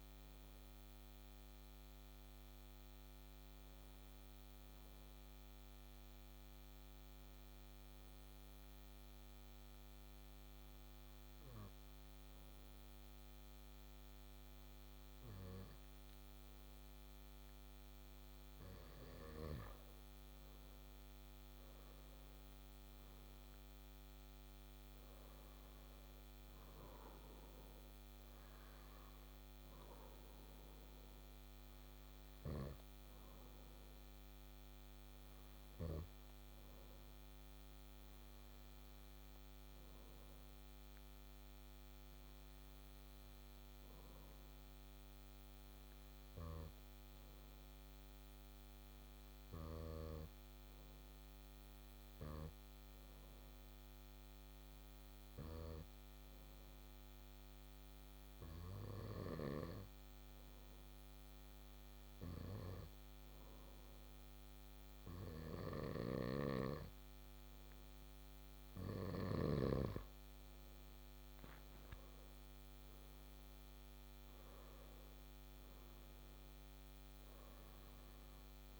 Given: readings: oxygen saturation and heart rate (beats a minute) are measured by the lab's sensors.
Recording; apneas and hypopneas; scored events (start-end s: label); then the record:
breathing in sleep by a microphone on the trachea; 2
6.50-18.00 s: obstructive apnea (oxygen 96% before, 94% lowest)
20.00-24.00 s: arousal
52.00-67.50 s: obstructive apnea (oxygen 98% before, 95% lowest)
65.50-69.50 s: snoring (device-marked)
71.50-76.00 s: arousal
From the record:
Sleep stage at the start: N2 (light sleep); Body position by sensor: on the back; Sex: male